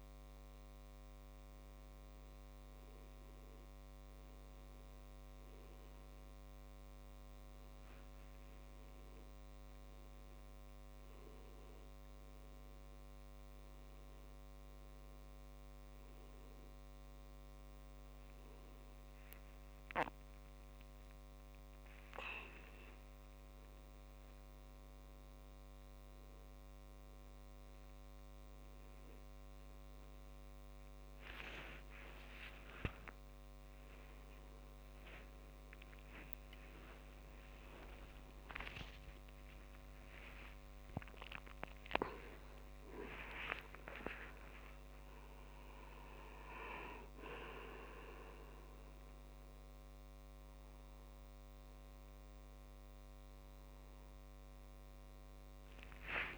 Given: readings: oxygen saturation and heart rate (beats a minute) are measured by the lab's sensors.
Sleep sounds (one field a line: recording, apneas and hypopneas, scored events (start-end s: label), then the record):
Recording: a person awake in a sleep study, by a microphone on the trachea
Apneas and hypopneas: none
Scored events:
26.00-29.00 s: tachycardia (device-marked, heart rate 84 before, 94 extreme)
37.00-54.00 s: tachycardia (device-marked, heart rate 84 before, 147 extreme)
48.00-56.38 s: oxygen desaturation (device-marked, oxygen 96% before, 92% lowest)
From the record:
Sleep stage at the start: awake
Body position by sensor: upright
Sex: male